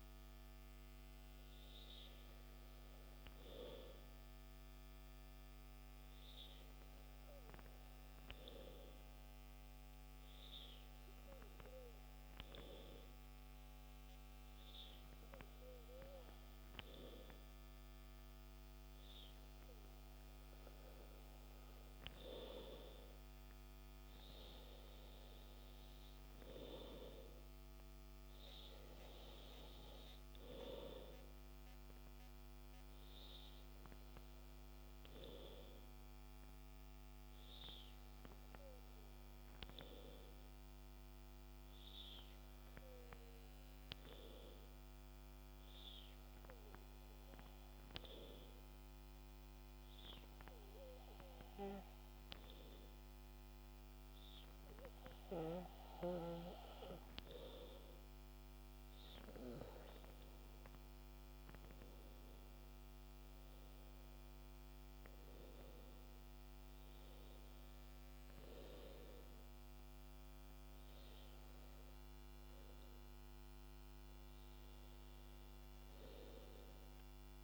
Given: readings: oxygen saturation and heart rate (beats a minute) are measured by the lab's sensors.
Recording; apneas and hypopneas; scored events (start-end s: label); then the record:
breathing in sleep by a microphone on the trachea; 2
4.00-19.00 s: hypopnea (oxygen 97% before, 95% lowest, heart rate 67 before, 63 extreme, up 7 after)
21.50-25.50 s: arousal
40.00-56.00 s: hypopnea (oxygen 97% before, 95% lowest, heart rate 68 before, 64 extreme, up 6 after)
59.00-63.50 s: arousal
From the record:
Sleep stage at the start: N2 (light sleep); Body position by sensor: on the back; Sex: male